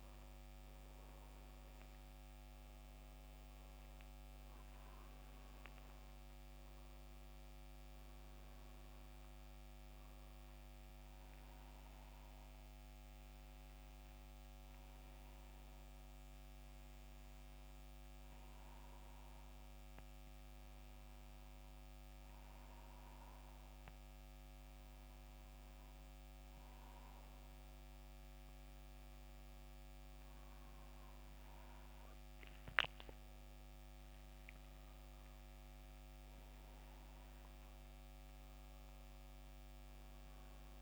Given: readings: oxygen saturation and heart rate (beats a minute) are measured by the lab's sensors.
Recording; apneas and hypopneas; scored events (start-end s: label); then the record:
a person partly awake in a sleep study, hard to hear, by a microphone on the trachea; none
12.50-40.82 s: new sleep stage, N1 (lightest sleep)
From the record:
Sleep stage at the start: awake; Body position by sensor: on the back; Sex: male